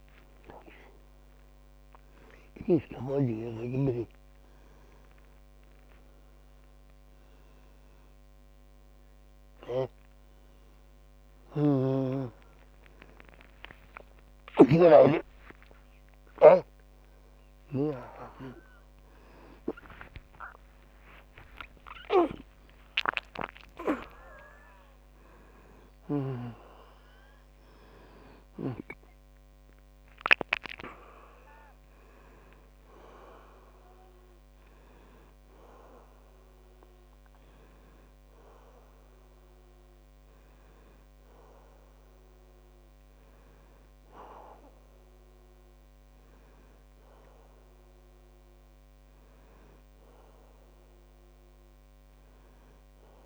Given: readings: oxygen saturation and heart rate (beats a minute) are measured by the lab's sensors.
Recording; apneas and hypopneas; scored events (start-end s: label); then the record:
a person awake in a sleep study, by a microphone on the trachea; none
11.50-15.00 s: snoring (device-marked)
23.50-52.50 s: tachycardia (device-marked)
From the record:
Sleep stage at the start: awake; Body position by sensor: on the back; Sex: male